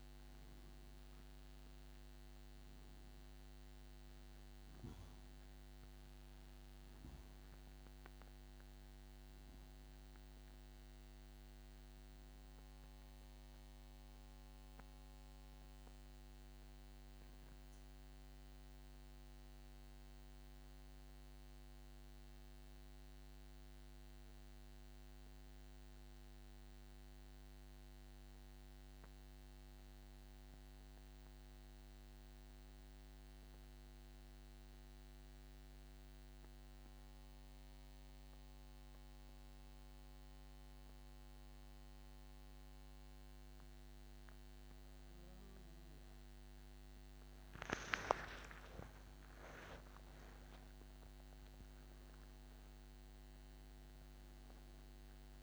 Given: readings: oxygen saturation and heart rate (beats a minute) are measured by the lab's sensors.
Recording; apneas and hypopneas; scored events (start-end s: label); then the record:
breathing in sleep, hard to hear, by a microphone on the trachea; 1
6.50-33.50 s: oxygen desaturation (device-marked, oxygen 96% before, 86% lowest, heart rate 93 before, 72 extreme)
15.00-45.50 s: central apnea (oxygen 97% before, 86% lowest, heart rate 96 before, 72 extreme, up 20 after)
48.00-52.00 s: arousal
From the record:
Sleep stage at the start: N2 (light sleep); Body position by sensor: on the back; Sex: male